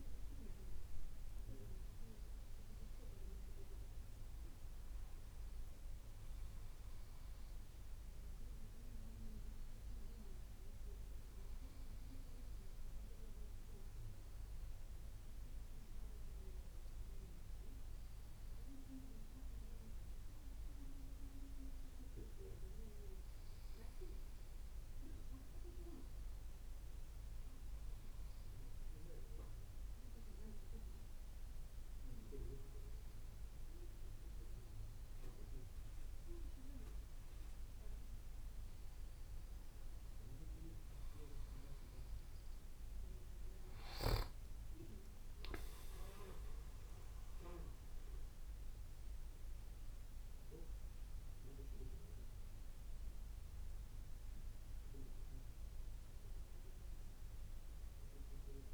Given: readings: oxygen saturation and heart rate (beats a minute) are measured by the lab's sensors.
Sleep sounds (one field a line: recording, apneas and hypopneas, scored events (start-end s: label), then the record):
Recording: breathing in sleep by a room microphone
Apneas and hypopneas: none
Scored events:
none scored
From the record:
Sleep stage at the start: N2 (light sleep)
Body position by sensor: on the back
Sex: male